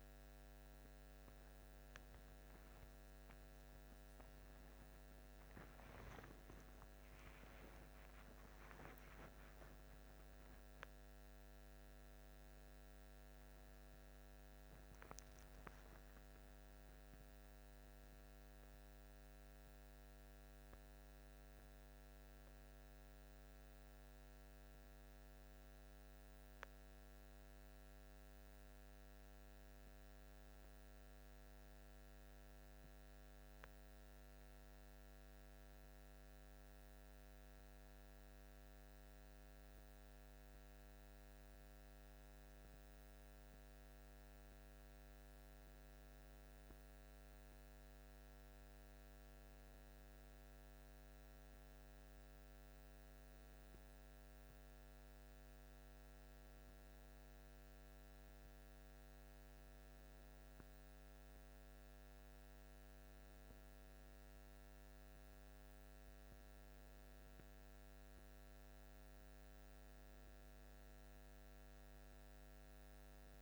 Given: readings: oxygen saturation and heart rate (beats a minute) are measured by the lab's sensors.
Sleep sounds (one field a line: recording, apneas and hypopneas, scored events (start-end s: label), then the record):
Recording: a person partly awake in a sleep study, hard to hear, by a microphone on the trachea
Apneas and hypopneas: none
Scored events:
1.50-31.50 s: new sleep stage, awake
31.50-73.42 s: new sleep stage, N1 (lightest sleep)
From the record:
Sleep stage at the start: N1 (lightest sleep)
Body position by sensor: on the back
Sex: male